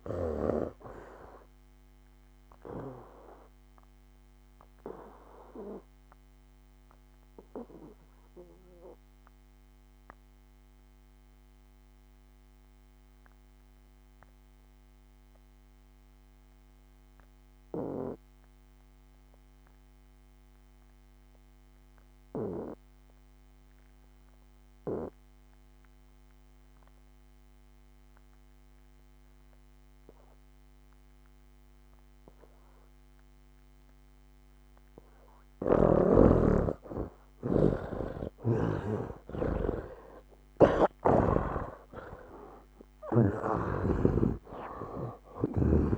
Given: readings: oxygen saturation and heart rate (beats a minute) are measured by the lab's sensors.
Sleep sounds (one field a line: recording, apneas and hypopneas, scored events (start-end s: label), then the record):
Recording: breathing in sleep by a microphone on the trachea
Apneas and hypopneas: 1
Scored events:
0.00-24.00 s: oxygen desaturation (device-marked, oxygen 77% lowest, heart rate 66 extreme)
4.50-36.00 s: obstructive apnea (oxygen 98% before, 73% lowest, heart rate 74 before, 66 extreme, up 12 after)
35.00-45.97 s: oxygen desaturation (device-marked, oxygen 97% before, 73% lowest, heart rate 71 before, 66 extreme)
40.00-45.50 s: arousal
From the record:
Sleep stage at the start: N2 (light sleep)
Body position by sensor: on the back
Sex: male